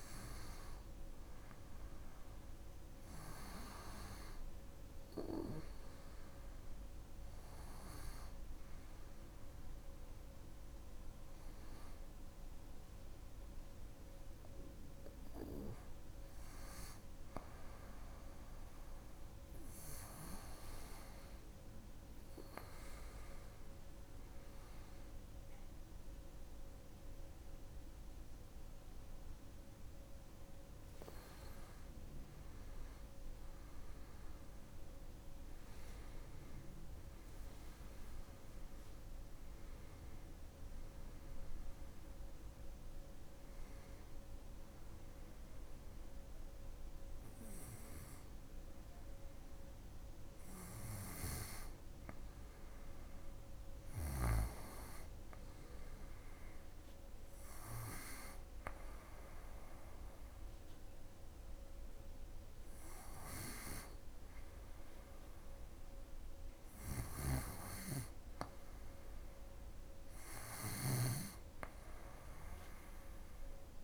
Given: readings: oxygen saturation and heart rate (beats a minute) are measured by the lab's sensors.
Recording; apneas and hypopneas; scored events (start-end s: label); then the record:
a person partly awake in a sleep study, by a room microphone; none
29.50-34.50 s: arousal
35.50-73.84 s: new sleep stage, N2 (light sleep)
66.00-70.00 s: snoring (device-marked)
From the record:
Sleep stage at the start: awake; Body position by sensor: on the right side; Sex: female